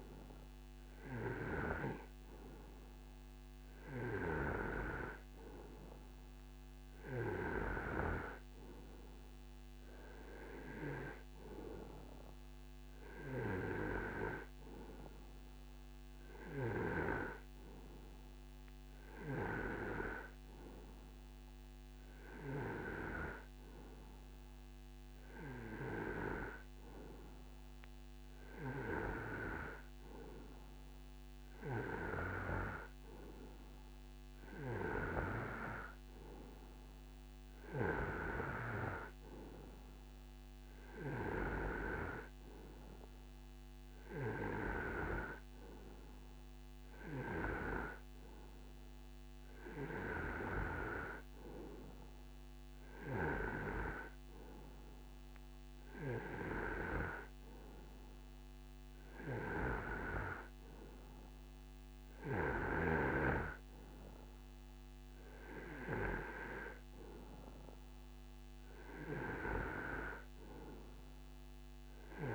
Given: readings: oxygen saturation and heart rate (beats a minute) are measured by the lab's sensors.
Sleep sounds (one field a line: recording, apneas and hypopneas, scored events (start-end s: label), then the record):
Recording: breathing in sleep by a microphone on the trachea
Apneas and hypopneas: none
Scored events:
none scored
From the record:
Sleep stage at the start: N2 (light sleep)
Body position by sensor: on the right side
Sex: male